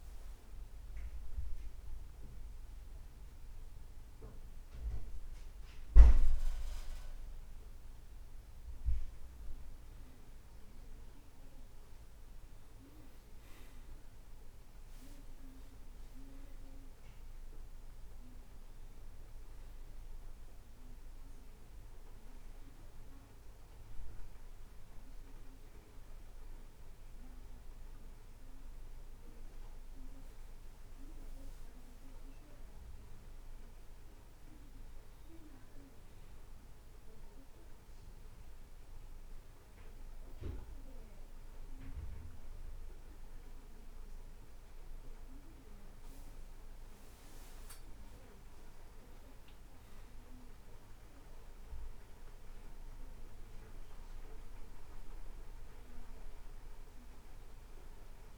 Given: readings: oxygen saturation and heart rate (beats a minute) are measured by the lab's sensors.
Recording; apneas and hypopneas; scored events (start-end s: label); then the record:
breathing in sleep by a room microphone; none
none scored
From the record:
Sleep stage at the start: N1 (lightest sleep); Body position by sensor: on the back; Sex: male